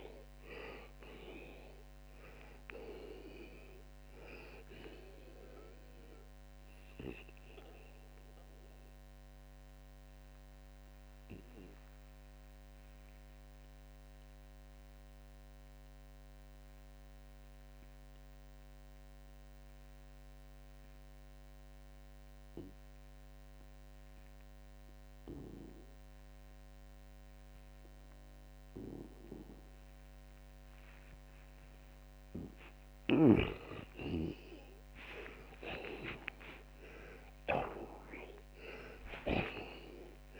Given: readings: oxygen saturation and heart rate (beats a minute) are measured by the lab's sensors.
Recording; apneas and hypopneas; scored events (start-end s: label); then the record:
breathing in sleep by a microphone on the trachea; 1
7.00-32.00 s: obstructive apnea (oxygen 91% before, 80% lowest, heart rate 86 before, 56 extreme)
19.50-40.40 s: oxygen desaturation (device-marked, oxygen 90% before, 80% lowest, heart rate 79 before, 56 extreme)
32.50-39.00 s: snoring (device-marked)
36.50-40.40 s: arousal
From the record:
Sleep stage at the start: N2 (light sleep); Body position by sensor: on the back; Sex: male